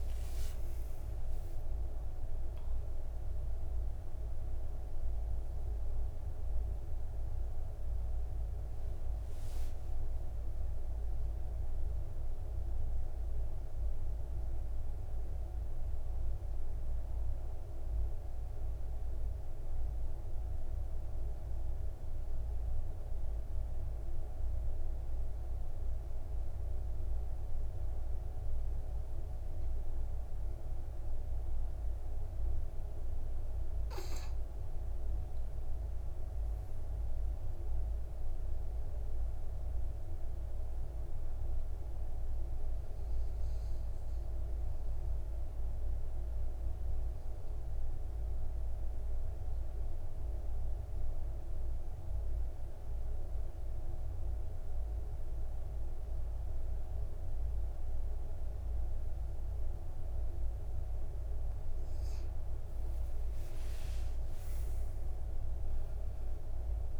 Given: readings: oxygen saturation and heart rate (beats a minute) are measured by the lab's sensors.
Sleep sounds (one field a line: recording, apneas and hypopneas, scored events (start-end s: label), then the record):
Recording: breathing in sleep, hard to hear, by a room microphone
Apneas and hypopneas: 2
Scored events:
0.00-1.50 s: long interval between heartbeats (device-marked, heart rate 69 extreme)
0.00-3.50 s: arousal
0.00-18.00 s: oxygen desaturation (device-marked, oxygen 99% before, 91% lowest, heart rate 55 before, 53 extreme)
1.50-3.50 s: long interval between heartbeats (device-marked, heart rate 56 before, 88 extreme)
19.50-34.00 s: central apnea (oxygen 99% before, 91% lowest, heart rate 73 before, 51 extreme, up 10 after)
36.00-40.00 s: arousal
37.00-57.00 s: oxygen desaturation (device-marked, oxygen 99% before, 91% lowest, heart rate 58 before, 51 extreme)
46.00-61.50 s: mixed apnea (oxygen 99% before, 89% lowest, heart rate 58 before, 51 extreme, up 38 after)
63.50-67.00 s: arousal
64.00-66.00 s: long interval between heartbeats (device-marked, heart rate 54 before, 77 extreme)
From the record:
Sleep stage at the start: N2 (light sleep)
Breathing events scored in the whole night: 202 in 4.0 hours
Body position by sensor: on the back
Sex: male